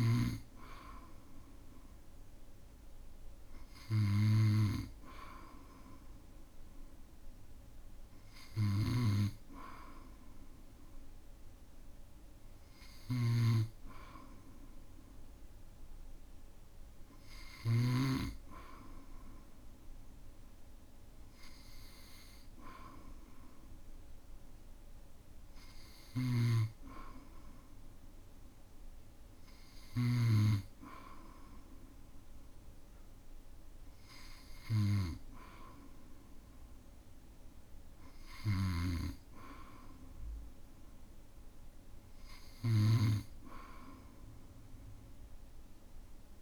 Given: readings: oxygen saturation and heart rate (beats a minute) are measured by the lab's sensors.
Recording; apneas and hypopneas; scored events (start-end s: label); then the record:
breathing in sleep by a room microphone; none
8.50-18.00 s: snoring (device-marked)
26.00-30.50 s: snoring (device-marked)
38.50-46.42 s: snoring (device-marked)
From the record:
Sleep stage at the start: N2 (light sleep); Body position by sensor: on the back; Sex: male